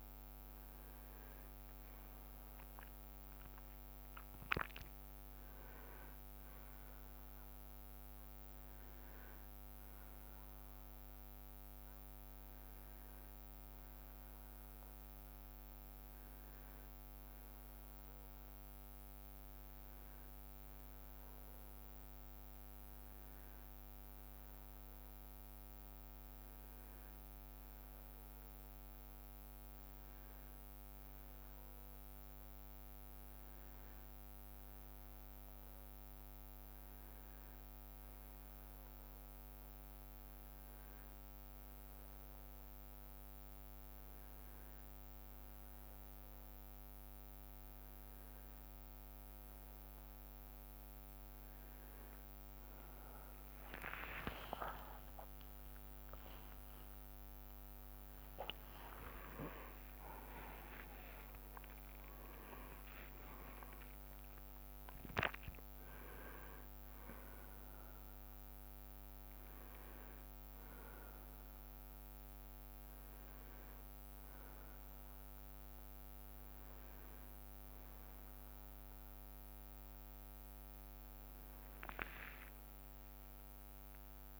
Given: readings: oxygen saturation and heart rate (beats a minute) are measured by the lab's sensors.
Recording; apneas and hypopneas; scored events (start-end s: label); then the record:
a person partly awake in a sleep study, by a microphone on the trachea; none
0.00-2.00 s: leg movement (device-marked)
2.50-6.50 s: arousal
59.00-84.40 s: new sleep stage, awake
82.00-83.50 s: leg movement (device-marked)
From the record:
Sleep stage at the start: N1 (lightest sleep); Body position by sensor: on the right side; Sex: male